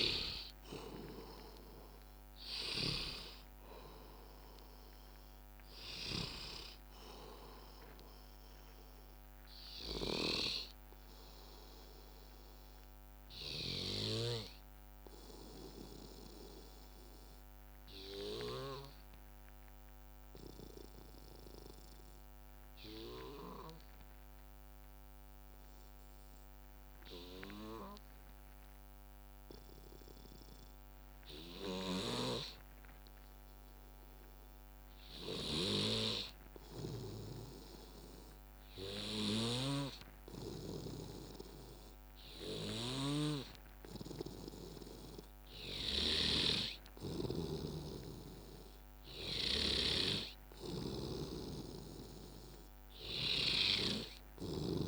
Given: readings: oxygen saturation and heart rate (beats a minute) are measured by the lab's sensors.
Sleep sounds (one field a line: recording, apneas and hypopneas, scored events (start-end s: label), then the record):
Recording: breathing in sleep by a microphone on the trachea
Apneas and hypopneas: 1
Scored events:
0.00-2.50 s: arousal
0.00-11.00 s: drop in pulse transit time (device-marked, heart rate 67 extreme)
14.00-16.00 s: bradycardia (device-marked, heart rate 63 before, 64 extreme)
15.00-34.00 s: obstructive apnea (oxygen 95% before, 90% lowest, heart rate 70 before, 58 extreme, up 9 after)
17.00-21.00 s: bradycardia (device-marked, heart rate 63 before, 59 extreme)
36.50-41.00 s: arousal
37.00-52.00 s: oxygen desaturation (device-marked, oxygen 98% before, 94% lowest, heart rate 61 before, 59 extreme)
39.00-46.00 s: snoring (device-marked)
From the record:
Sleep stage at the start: N2 (light sleep)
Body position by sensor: on the back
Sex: male